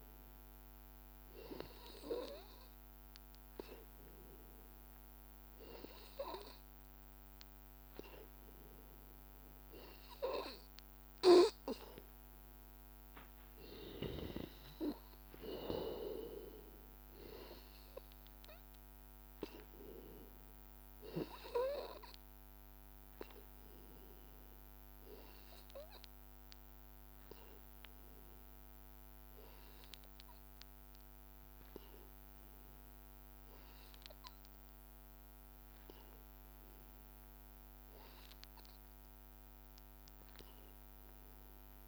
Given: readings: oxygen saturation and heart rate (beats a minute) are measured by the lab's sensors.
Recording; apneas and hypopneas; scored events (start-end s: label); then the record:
breathing in sleep by a microphone on the trachea; none
none scored
From the record:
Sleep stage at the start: N2 (light sleep); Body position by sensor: on the back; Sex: male